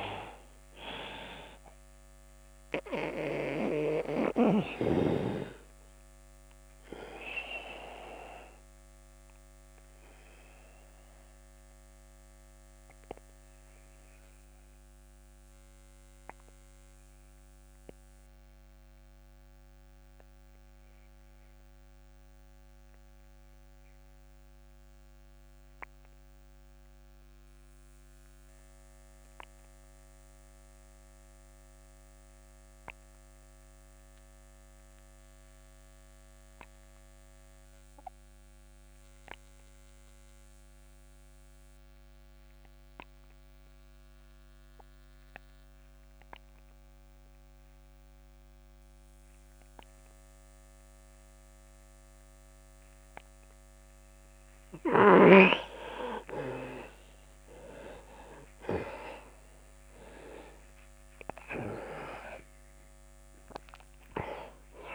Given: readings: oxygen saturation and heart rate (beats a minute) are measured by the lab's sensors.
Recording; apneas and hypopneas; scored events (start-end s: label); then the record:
breathing in sleep by a microphone on the trachea; 1
0.00-4.50 s: snoring (device-marked)
0.00-26.00 s: oxygen desaturation (device-marked, oxygen 85% lowest)
2.50-55.00 s: obstructive apnea (oxygen 98% before, 81% lowest)
44.00-64.95 s: oxygen desaturation (device-marked, oxygen 98% before, 81% lowest)
57.50-63.00 s: arousal
From the record:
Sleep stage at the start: N2 (light sleep); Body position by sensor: on the back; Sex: male